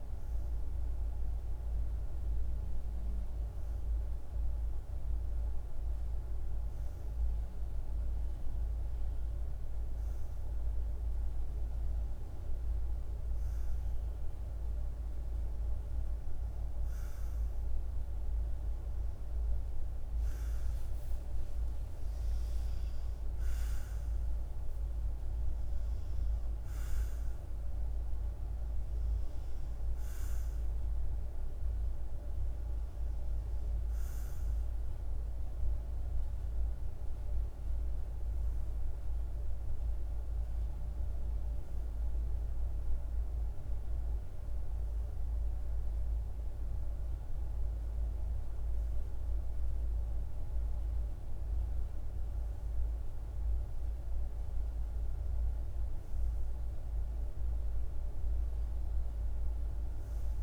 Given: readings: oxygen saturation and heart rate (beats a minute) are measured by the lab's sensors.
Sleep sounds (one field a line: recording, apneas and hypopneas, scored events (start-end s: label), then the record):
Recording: breathing in sleep, hard to hear, by a room microphone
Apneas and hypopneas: none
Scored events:
17.00-20.00 s: arousal
19.50-50.50 s: oxygen desaturation (device-marked, oxygen 98% before, 95% lowest, heart rate 51 before, 50 extreme)
From the record:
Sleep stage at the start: REM sleep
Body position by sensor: on the back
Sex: male